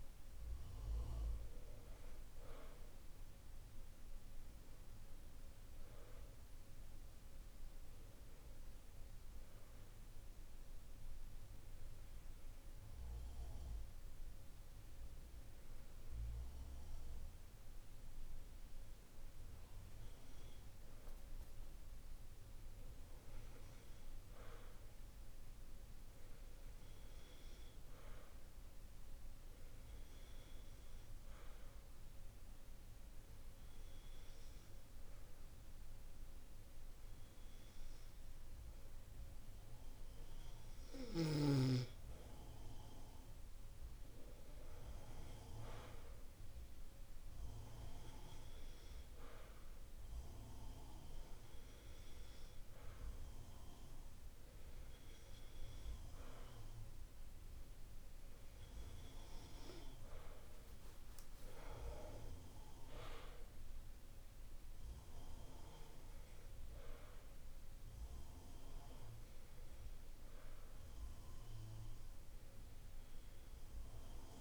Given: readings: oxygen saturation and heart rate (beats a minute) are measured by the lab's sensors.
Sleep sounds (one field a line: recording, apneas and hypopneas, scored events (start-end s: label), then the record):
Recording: breathing in sleep by a room microphone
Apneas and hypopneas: none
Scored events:
none scored
From the record:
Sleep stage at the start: N2 (light sleep)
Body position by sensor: on the back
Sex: male